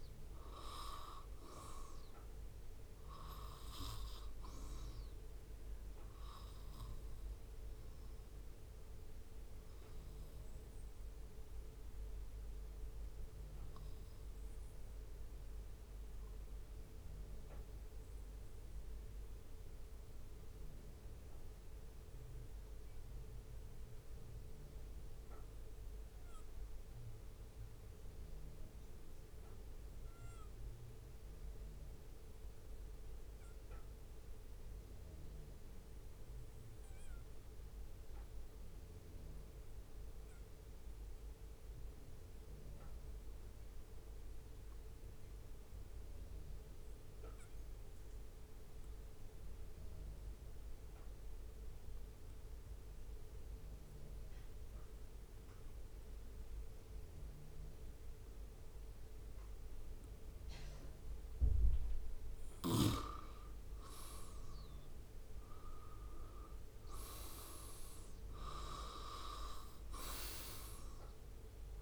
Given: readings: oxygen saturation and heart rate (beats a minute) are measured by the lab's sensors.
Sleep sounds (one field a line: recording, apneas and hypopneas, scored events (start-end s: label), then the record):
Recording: breathing in sleep by a room microphone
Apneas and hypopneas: 1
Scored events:
0.00-6.50 s: oxygen desaturation (device-marked, oxygen 93% lowest, heart rate 61 extreme)
15.00-61.50 s: obstructive apnea (oxygen 95% before, 91% lowest, heart rate 63 before, 62 extreme, up 9 after)
15.50-26.50 s: oxygen desaturation (device-marked, oxygen 95% before, 91% lowest, heart rate 63 before, 65 extreme)
53.50-71.82 s: oxygen desaturation (device-marked, oxygen 98% before, 93% lowest, heart rate 68 before, 61 extreme)
64.00-67.50 s: arousal
From the record:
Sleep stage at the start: N2 (light sleep)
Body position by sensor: on the right side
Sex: male